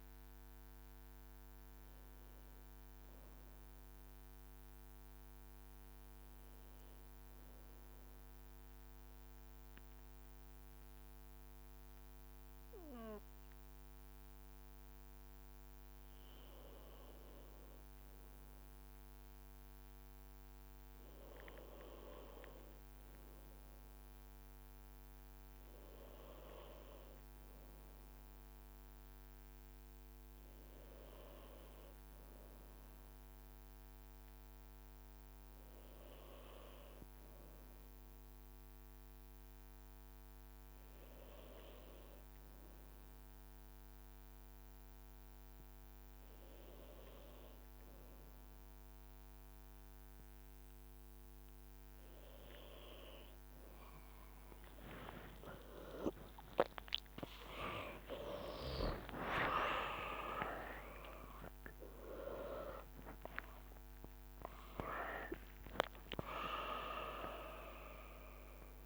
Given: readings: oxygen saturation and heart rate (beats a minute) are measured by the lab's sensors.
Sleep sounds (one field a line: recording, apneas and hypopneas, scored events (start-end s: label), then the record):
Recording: a person partly awake in a sleep study, by a microphone on the trachea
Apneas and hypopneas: 1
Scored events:
2.50-15.50 s: obstructive apnea (oxygen 96% before, 93% lowest, heart rate 61 before, 56 extreme, up 2 after)
11.50-18.50 s: leg movement (device-marked)
16.00-20.00 s: arousal
46.00-68.86 s: new sleep stage, awake
60.00-62.00 s: long interval between heartbeats (device-marked, heart rate 67 before, 82 extreme)
65.00-67.00 s: long interval between heartbeats (device-marked, heart rate 72 before, 90 extreme)
From the record:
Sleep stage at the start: N2 (light sleep)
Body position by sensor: on the right side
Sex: male